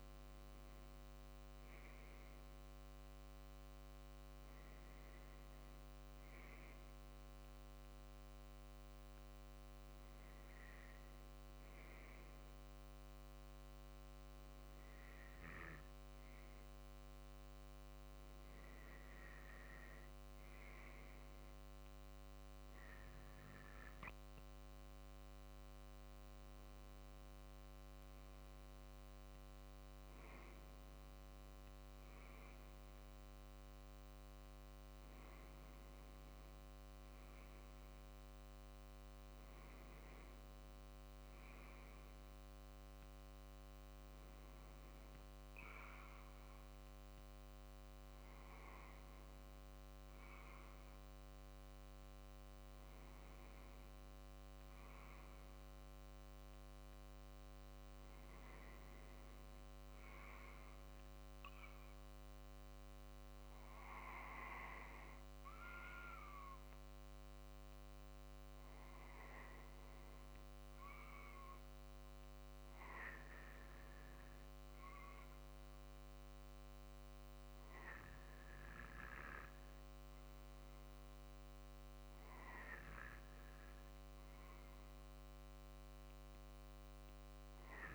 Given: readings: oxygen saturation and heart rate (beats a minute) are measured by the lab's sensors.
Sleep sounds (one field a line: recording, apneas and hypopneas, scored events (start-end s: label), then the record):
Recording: breathing in sleep by a microphone on the trachea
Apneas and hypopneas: none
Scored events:
none scored
From the record:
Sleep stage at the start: N2 (light sleep)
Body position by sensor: on the back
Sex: male